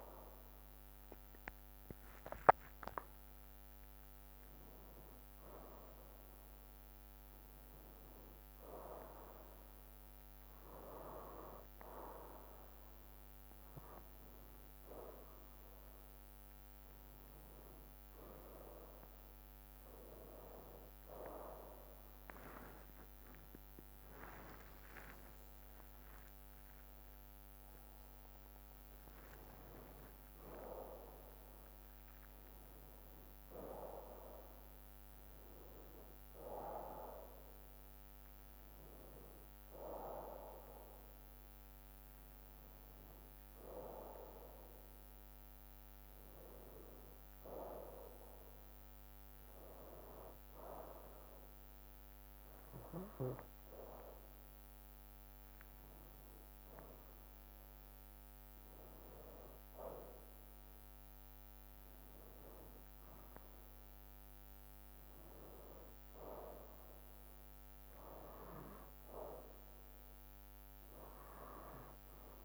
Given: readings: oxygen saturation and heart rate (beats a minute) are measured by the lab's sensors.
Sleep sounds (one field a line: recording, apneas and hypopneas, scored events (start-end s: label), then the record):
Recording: breathing in sleep by a microphone on the trachea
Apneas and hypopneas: none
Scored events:
25.00-30.00 s: arousal
54.50-72.45 s: new sleep stage, N2 (light sleep)
From the record:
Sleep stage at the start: N1 (lightest sleep)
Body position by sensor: on the right side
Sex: male